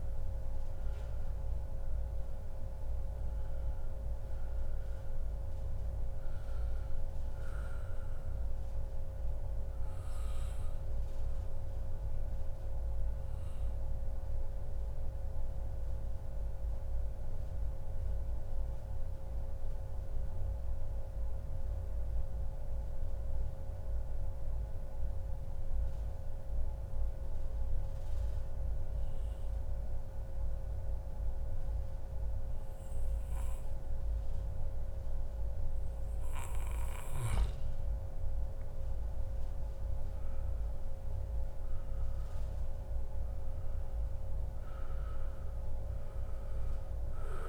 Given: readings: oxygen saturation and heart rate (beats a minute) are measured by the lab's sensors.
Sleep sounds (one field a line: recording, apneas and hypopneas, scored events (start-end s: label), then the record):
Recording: breathing in sleep, hard to hear, by a room microphone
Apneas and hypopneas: 1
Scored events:
0.00-12.50 s: oxygen desaturation (device-marked, oxygen 92% lowest, heart rate 97 extreme)
9.50-36.00 s: mixed apnea (oxygen 98% before, 92% lowest, heart rate 141 before, 97 extreme, up 32 after)
14.50-16.50 s: long interval between heartbeats (device-marked, heart rate 140 before, 106 extreme)
25.50-27.50 s: long interval between heartbeats (device-marked, heart rate 123 before, 109 extreme)
39.00-42.50 s: arousal
40.50-47.49 s: oxygen desaturation (device-marked, oxygen 98% before, 93% lowest, heart rate 110 before, 141 extreme)
From the record:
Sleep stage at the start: N2 (light sleep)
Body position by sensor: on the back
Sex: male